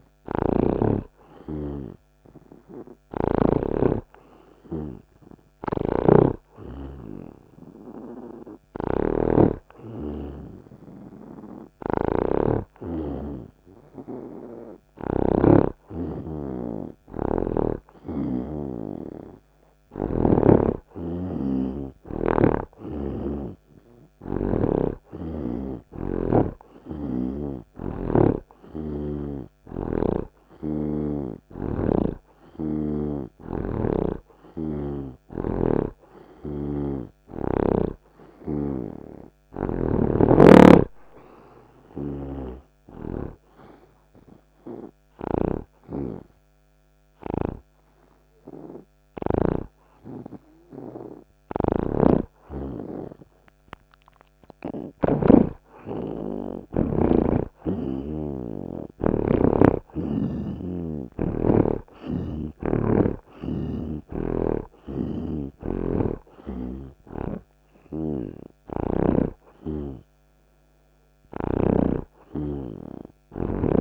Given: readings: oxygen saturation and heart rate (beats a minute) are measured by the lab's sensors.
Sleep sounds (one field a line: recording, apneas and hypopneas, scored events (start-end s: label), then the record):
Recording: breathing in sleep by a microphone on the trachea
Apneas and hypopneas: none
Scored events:
0.00-15.50 s: snoring (device-marked)
40.00-50.00 s: snoring (device-marked)
52.00-55.50 s: snoring (device-marked)
65.00-73.81 s: snoring (device-marked)
71.00-73.81 s: oxygen desaturation (device-marked, oxygen 86% before, 80% lowest)
From the record:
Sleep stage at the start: N3 (deep sleep)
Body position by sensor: on the right side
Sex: male